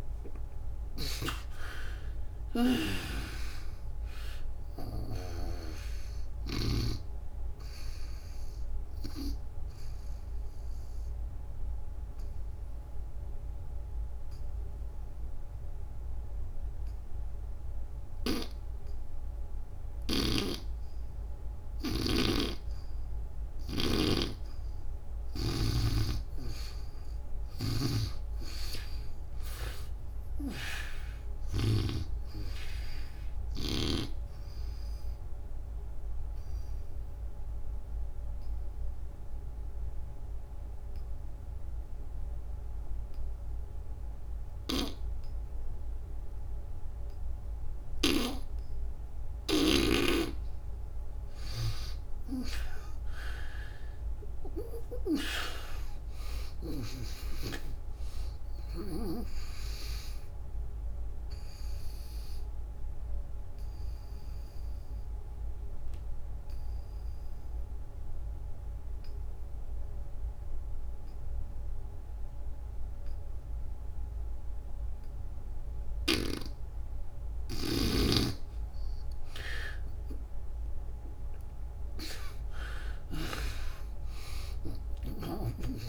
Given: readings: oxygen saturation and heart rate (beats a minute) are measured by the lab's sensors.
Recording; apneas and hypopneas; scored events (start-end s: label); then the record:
breathing in sleep by a room microphone; 3
0.00-1.00 s: arousal
0.00-2.50 s: oxygen desaturation (device-marked, oxygen 87% lowest, heart rate 62 extreme)
0.00-6.50 s: snoring (device-marked)
4.50-26.50 s: oxygen desaturation (device-marked, oxygen 92% before, 79% lowest, heart rate 81 before, 62 extreme)
8.50-21.50 s: obstructive apnea (oxygen 92% before, 77% lowest, heart rate 84 before, 62 extreme, up 44 after)
21.50-25.50 s: snoring (device-marked)
25.50-29.00 s: arousal
28.50-45.50 s: oxygen desaturation (device-marked, oxygen 97% before, 83% lowest, heart rate 76 before, 63 extreme)
36.00-49.50 s: obstructive apnea (oxygen 97% before, 77% lowest, heart rate 84 before, 63 extreme, up 52 after)
53.00-57.50 s: arousal
58.50-78.50 s: oxygen desaturation (device-marked, oxygen 95% before, 77% lowest, heart rate 76 before, 64 extreme)
61.00-76.50 s: obstructive apnea (oxygen 95% before, 77% lowest, heart rate 81 before, 65 extreme, up 25 after)
80.00-85.50 s: arousal
80.50-85.89 s: oxygen desaturation (device-marked, oxygen 97% before, 79% lowest, heart rate 81 before, 62 extreme)
From the record:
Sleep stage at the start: N2 (light sleep); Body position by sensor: on the back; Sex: female